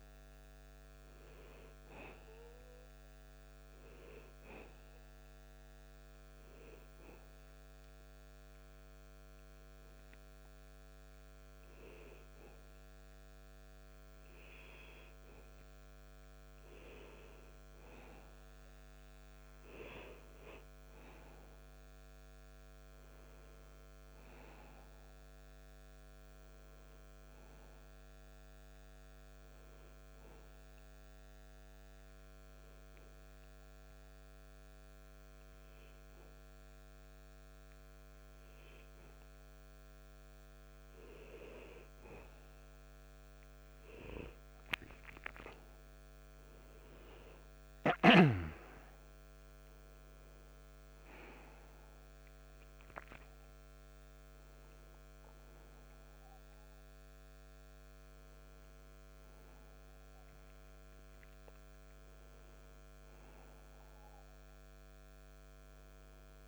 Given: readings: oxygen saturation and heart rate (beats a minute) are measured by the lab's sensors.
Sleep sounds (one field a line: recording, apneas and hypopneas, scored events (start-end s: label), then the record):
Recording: breathing in sleep by a microphone on the trachea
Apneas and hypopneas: 2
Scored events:
6.50-17.00 s: hypopnea (oxygen 96% before, 92% lowest, heart rate 104 before, 116 extreme, up 11 after)
21.00-24.50 s: arousal
26.00-48.00 s: oxygen desaturation (device-marked, oxygen 95% before, 92% lowest, heart rate 133 before, 86 extreme)
30.00-41.00 s: obstructive apnea (oxygen 96% before, 92% lowest, heart rate 129 before, 86 extreme, up 14 after)
47.50-52.50 s: arousal
58.00-66.47 s: oxygen desaturation (device-marked, oxygen 96% before, 93% lowest, heart rate 114 before, 85 extreme)
From the record:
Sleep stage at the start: N2 (light sleep)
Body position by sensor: on the back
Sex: male